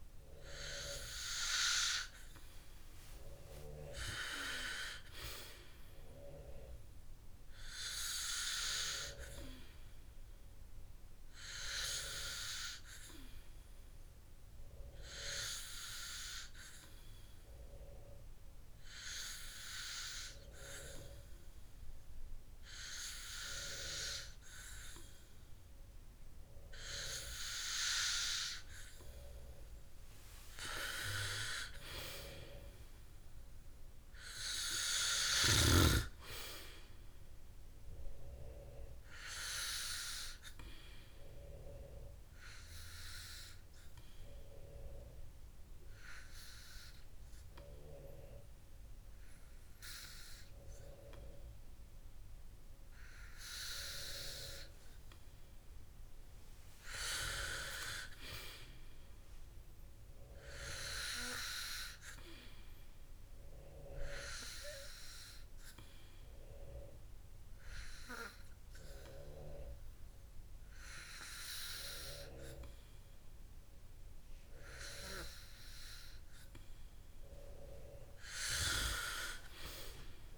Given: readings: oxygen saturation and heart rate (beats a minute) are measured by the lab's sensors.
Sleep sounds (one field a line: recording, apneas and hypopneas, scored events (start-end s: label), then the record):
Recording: breathing in sleep by a room microphone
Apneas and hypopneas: 3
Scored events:
5.00-8.50 s: arousal
13.00-27.00 s: hypopnea (oxygen 97% before, 94% lowest, heart rate 135 before, 44 extreme, up 44 after)
31.50-35.50 s: arousal
40.50-53.50 s: hypopnea (oxygen 97% before, 94% lowest, heart rate 86 before, 59 extreme)
55.50-59.00 s: arousal
62.50-74.50 s: hypopnea (oxygen 97% before, 95% lowest, heart rate 102 before, 117 extreme)
From the record:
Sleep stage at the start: N2 (light sleep)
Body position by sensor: on the back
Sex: male